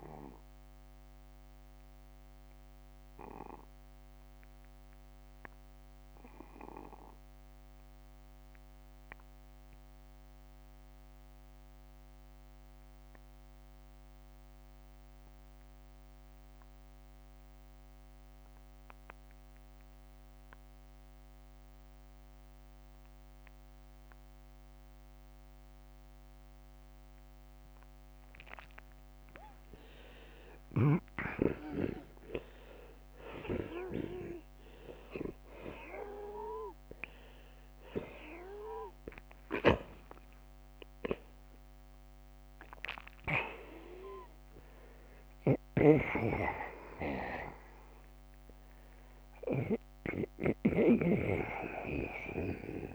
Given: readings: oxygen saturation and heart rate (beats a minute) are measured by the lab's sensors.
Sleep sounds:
breathing in sleep by a microphone on the trachea; 1
0.00-5.50 s: oxygen desaturation (device-marked, oxygen 87% lowest, heart rate 45 extreme)
1.00-3.00 s: long interval between heartbeats (device-marked, heart rate 51 before, 54 extreme)
3.50-5.50 s: long interval between heartbeats (device-marked, heart rate 51 before, 50 extreme)
3.50-27.00 s: obstructive apnea (oxygen 94% before, 76% lowest, heart rate 51 before, 45 extreme, up 12 after)
8.50-10.50 s: long interval between heartbeats (device-marked, heart rate 51 before, 49 extreme)
14.50-52.95 s: oxygen desaturation (device-marked, oxygen 96% before, 76% lowest, heart rate 50 before, 44 extreme)
24.50-26.50 s: long interval between heartbeats (device-marked, heart rate 48 before, 49 extreme)
29.00-33.50 s: arousal
50.50-52.50 s: long interval between heartbeats (device-marked, heart rate 59 before, 58 extreme)
From the record:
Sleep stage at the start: N2 (light sleep); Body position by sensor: on the back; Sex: male

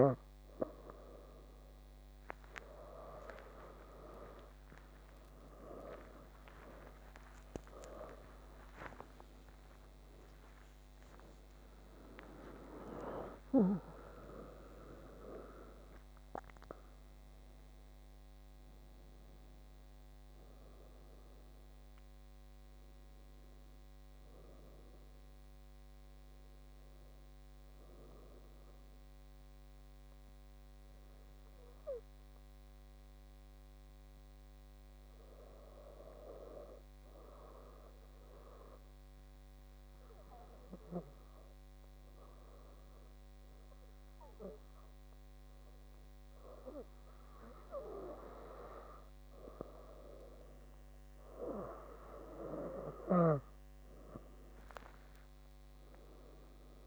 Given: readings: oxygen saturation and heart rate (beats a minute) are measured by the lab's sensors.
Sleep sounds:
a person partly awake in a sleep study, by a microphone on the trachea; 1
23.50-56.87 s: new sleep stage, N2 (light sleep)
30.00-47.50 s: hypopnea (oxygen 95% before, 94% lowest)
55.00-56.87 s: arousal
From the record:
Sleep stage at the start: awake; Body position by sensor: on the back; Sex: female

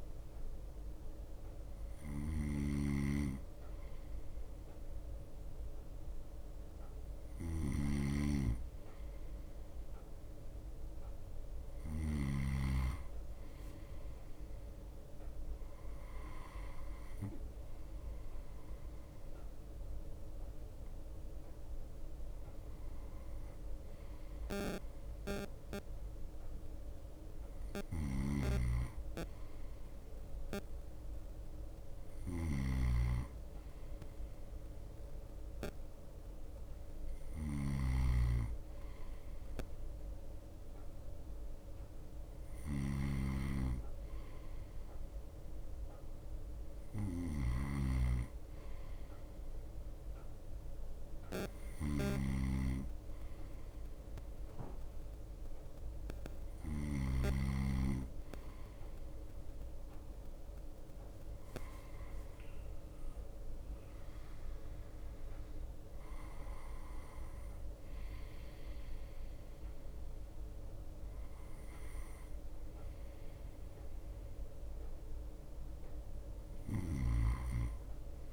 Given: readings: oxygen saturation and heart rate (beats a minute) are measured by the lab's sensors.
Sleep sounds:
breathing in sleep by a room microphone; none
0.00-12.50 s: snoring (device-marked)
6.00-34.00 s: bradycardia (device-marked, heart rate 46 before, 26 extreme)
7.00-9.00 s: long interval between heartbeats (device-marked, heart rate 42 before, 61 extreme)
11.00-13.00 s: long interval between heartbeats (device-marked, heart rate 47 before, 43 extreme)
16.00-18.00 s: long interval between heartbeats (device-marked, heart rate 50 before, 29 extreme)
16.00-28.00 s: drop in pulse transit time (device-marked, heart rate 50 before, 26 extreme)
22.50-24.50 s: long interval between heartbeats (device-marked, heart rate 44 before, 37 extreme)
28.00-30.00 s: long interval between heartbeats (device-marked, heart rate 38 before, 44 extreme)
28.00-57.50 s: snoring (device-marked)
37.00-49.00 s: bradycardia (device-marked, heart rate 45 before, 31 extreme)
42.00-44.00 s: long interval between heartbeats (device-marked, heart rate 47 before, 50 extreme)
52.00-78.33 s: bradycardia (device-marked)
62.00-64.00 s: long interval between heartbeats (device-marked, heart rate 50 before, 50 extreme)
65.00-72.00 s: drop in pulse transit time (device-marked)
67.00-69.00 s: long interval between heartbeats (device-marked, heart rate 49 before, 30 extreme)
73.50-75.50 s: long interval between heartbeats (device-marked, heart rate 44 before, 37 extreme)
77.00-78.33 s: snoring (device-marked)
From the record:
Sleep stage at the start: N2 (light sleep); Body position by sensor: on the right side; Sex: male

